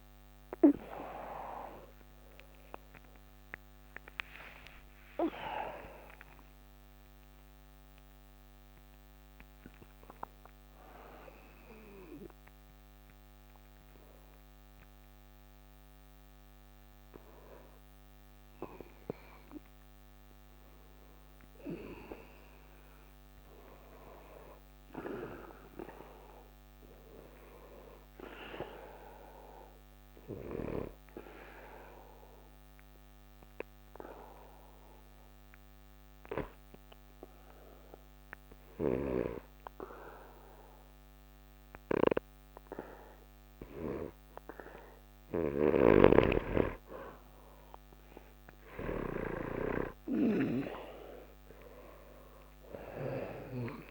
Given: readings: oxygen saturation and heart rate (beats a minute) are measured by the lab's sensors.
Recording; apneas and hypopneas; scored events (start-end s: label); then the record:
breathing in sleep by a microphone on the trachea; 1
0.00-14.50 s: oxygen desaturation (device-marked, oxygen 87% lowest)
28.50-37.50 s: oxygen desaturation (device-marked, oxygen 96% before, 93% lowest, heart rate 33 before, 67 extreme)
33.00-45.00 s: obstructive apnea (oxygen 97% before, 86% lowest, heart rate 30 before, 67 extreme, up 1 after)
50.50-53.91 s: oxygen desaturation (device-marked, oxygen 95% before, 86% lowest, heart rate 68 before, 66 extreme)
51.50-53.91 s: arousal
From the record:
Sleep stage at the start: N2 (light sleep); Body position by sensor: on the back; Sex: male